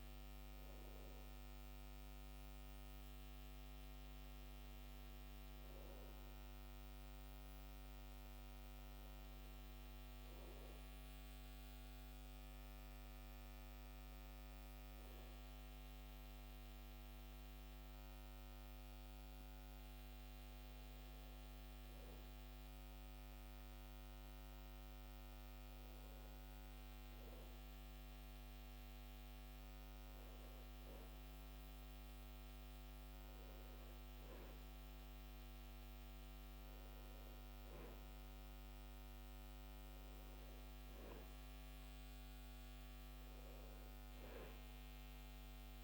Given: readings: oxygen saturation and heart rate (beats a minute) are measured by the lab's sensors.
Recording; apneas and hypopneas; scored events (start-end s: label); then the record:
breathing in sleep, hard to hear, by a microphone on the trachea; none
none scored
From the record:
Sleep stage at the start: REM sleep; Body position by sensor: on the back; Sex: male